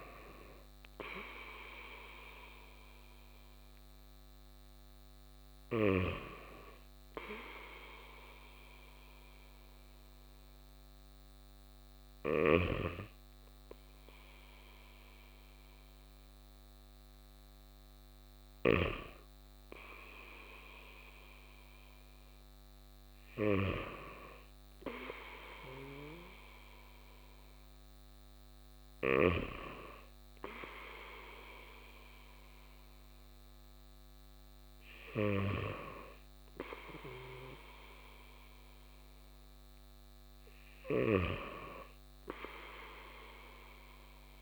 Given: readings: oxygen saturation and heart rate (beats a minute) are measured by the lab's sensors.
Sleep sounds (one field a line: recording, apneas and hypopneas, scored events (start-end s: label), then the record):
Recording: breathing in sleep by a microphone on the trachea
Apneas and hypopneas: none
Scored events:
none scored
From the record:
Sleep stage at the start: N2 (light sleep)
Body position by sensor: on the back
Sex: male